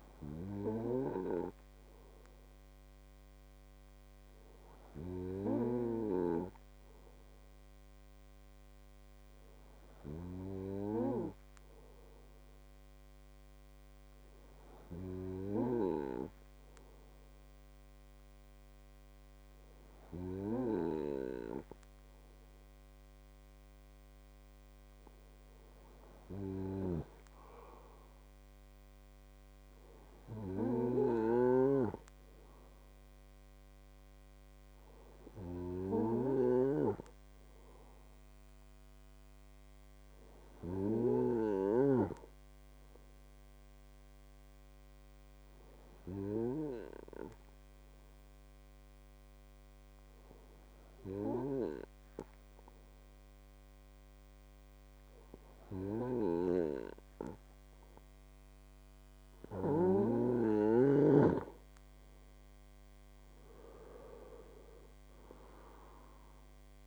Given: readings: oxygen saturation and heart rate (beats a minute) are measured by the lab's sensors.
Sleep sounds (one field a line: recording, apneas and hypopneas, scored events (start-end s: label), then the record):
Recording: breathing in sleep by a microphone on the trachea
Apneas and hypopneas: 1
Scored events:
46.00-60.00 s: hypopnea (oxygen 97% before, 94% lowest)
62.50-65.50 s: arousal
From the record:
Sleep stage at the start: N2 (light sleep)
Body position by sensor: on the right side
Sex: male